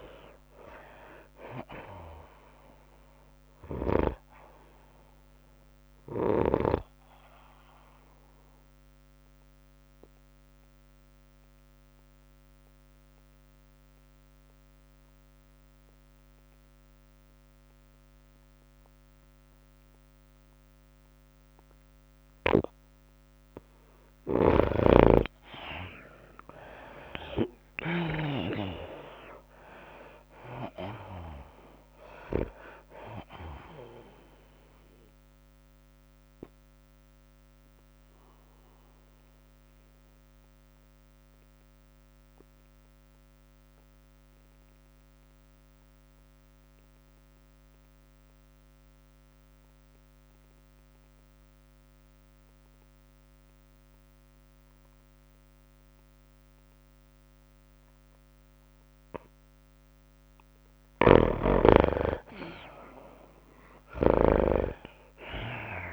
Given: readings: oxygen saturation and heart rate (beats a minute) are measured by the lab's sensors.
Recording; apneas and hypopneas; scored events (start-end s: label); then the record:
breathing in sleep by a microphone on the trachea; 2
0.00-8.50 s: tachycardia (device-marked, heart rate 103 extreme)
0.00-13.50 s: drop in pulse transit time (device-marked, heart rate 99 extreme)
0.00-13.50 s: oxygen desaturation (device-marked, oxygen 83% lowest, heart rate 95 extreme)
9.50-23.00 s: obstructive apnea (oxygen 97% before, 81% lowest, heart rate 99 before, 95 extreme, up 5 after)
25.00-29.00 s: snoring (device-marked)
26.50-49.50 s: oxygen desaturation (device-marked, oxygen 98% before, 82% lowest, heart rate 98 before, 94 extreme)
28.00-32.00 s: arousal
28.50-41.50 s: tachycardia (device-marked, heart rate 99 before, 104 extreme)
30.50-44.50 s: drop in pulse transit time (device-marked, heart rate 97 before, 100 extreme)
36.50-61.00 s: obstructive apnea (oxygen 98% before, 78% lowest, heart rate 98 before, 94 extreme, up 6 after)
56.50-65.93 s: oxygen desaturation (device-marked, oxygen 99% before, 81% lowest, heart rate 99 before, 91 extreme)
61.50-65.00 s: snoring (device-marked)
63.00-65.93 s: arousal
From the record:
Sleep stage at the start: N2 (light sleep); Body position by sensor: on the right side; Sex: female